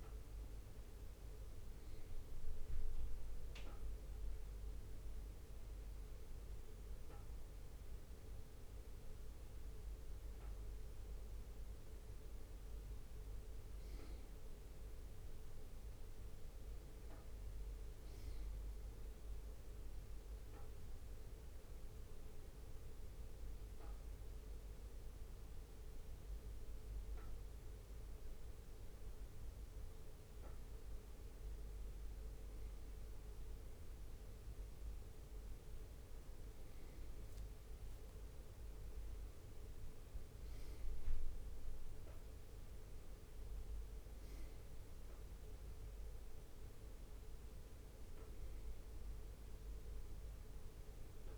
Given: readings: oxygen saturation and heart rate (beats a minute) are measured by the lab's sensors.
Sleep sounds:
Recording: breathing in sleep, hard to hear, by a room microphone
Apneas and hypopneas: 1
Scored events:
1.50-6.50 s: leg movement (device-marked)
20.00-31.00 s: hypopnea (oxygen 97% before, 95% lowest, heart rate 67 before, 65 extreme, up 3 after)
33.50-38.00 s: arousal
From the record:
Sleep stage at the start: N1 (lightest sleep)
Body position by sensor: on the right side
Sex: male

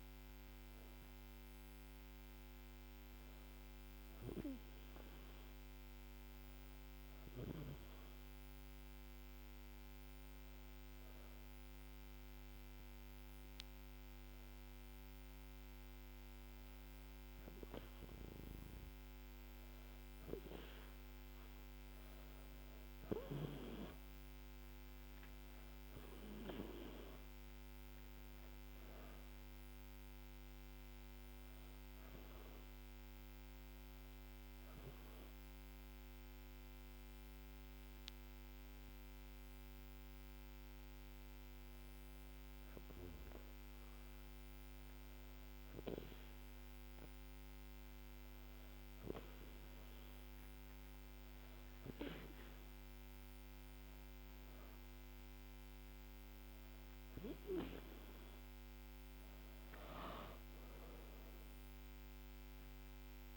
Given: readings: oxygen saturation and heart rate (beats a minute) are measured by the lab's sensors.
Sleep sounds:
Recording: breathing in sleep by a microphone on the trachea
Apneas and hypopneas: 2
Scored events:
7.00-19.00 s: hypopnea (oxygen 97% before, 94% lowest, heart rate 79 before, 76 extreme, up 5 after)
21.00-25.00 s: arousal
34.00-45.00 s: hypopnea (oxygen 97% before, 95% lowest, heart rate 80 before, 77 extreme, up 3 after)
52.00-56.00 s: arousal
From the record:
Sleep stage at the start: N2 (light sleep)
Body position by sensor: on the back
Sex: female

